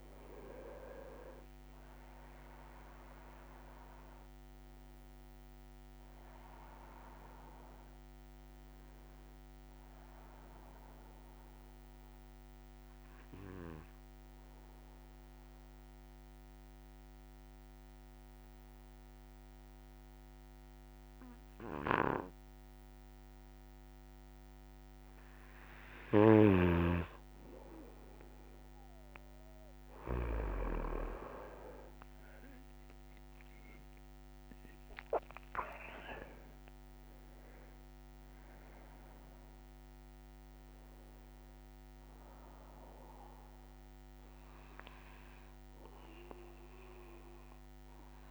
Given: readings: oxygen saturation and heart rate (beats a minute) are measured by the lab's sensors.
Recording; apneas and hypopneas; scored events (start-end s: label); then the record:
breathing in sleep by a microphone on the trachea; 1
8.50-22.50 s: oxygen desaturation (device-marked, oxygen 97% before, 92% lowest, heart rate 95 before, 60 extreme)
11.00-25.50 s: obstructive apnea (oxygen 98% before, 92% lowest, heart rate 98 before, 60 extreme)
26.00-30.00 s: snoring (device-marked)
35.50-48.31 s: oxygen desaturation (device-marked, oxygen 98% before, 93% lowest, heart rate 67 before, 60 extreme)
43.50-48.31 s: new sleep stage, N3 (deep sleep)
From the record:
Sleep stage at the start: N2 (light sleep); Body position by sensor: on the back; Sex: male